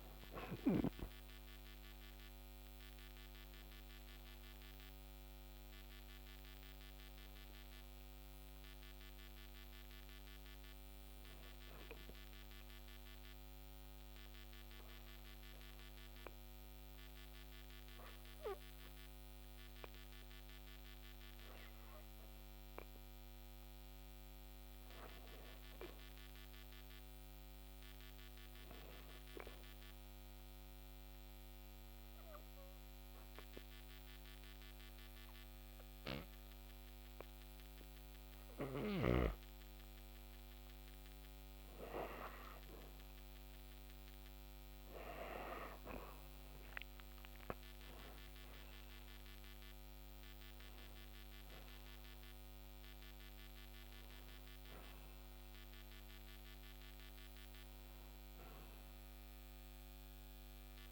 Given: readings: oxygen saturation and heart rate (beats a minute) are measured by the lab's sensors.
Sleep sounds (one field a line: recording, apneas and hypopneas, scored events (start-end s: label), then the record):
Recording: breathing in sleep by a microphone on the trachea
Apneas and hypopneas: 2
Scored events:
0.00-1.50 s: arousal
11.50-22.50 s: obstructive apnea (oxygen 97% before, 93% lowest)
29.50-42.00 s: obstructive apnea (oxygen 98% before, 92% lowest)
37.00-57.00 s: oxygen desaturation (device-marked, oxygen 98% before, 93% lowest)
43.50-47.00 s: arousal
From the record:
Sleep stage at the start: N2 (light sleep)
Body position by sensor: on the back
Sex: female